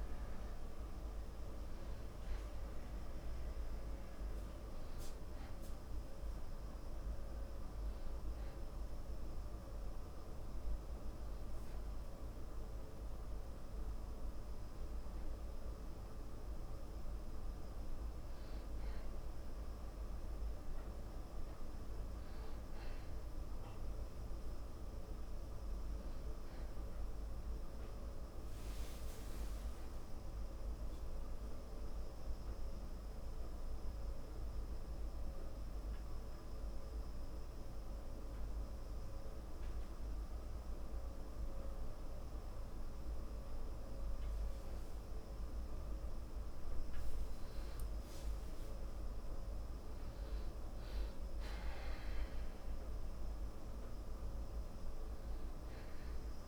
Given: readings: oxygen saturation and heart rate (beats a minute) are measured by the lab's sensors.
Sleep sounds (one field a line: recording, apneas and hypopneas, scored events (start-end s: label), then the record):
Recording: breathing in sleep, hard to hear, by a room microphone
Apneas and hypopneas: 1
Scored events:
25.00-56.48 s: new sleep stage, N2 (light sleep)
34.50-47.00 s: central apnea (oxygen 96% before, 90% lowest, heart rate 56 before, 54 extreme, up 16 after)
49.50-53.00 s: arousal
53.00-56.48 s: oxygen desaturation (device-marked, oxygen 96% before, 91% lowest, heart rate 59 before, 54 extreme)
From the record:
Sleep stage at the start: N1 (lightest sleep)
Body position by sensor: on the back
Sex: male